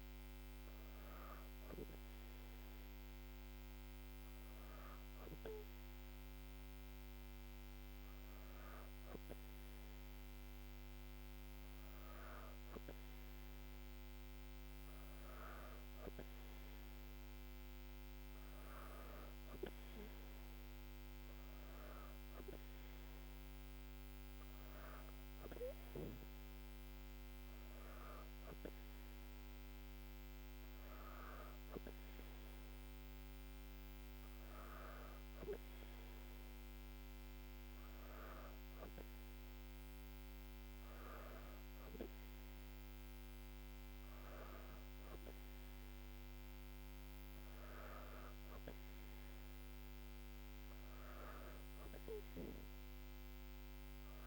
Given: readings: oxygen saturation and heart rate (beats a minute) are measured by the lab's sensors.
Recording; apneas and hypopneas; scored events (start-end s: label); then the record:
breathing in sleep, hard to hear, by a microphone on the trachea; none
none scored
From the record:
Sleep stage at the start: N2 (light sleep); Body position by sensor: on the back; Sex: female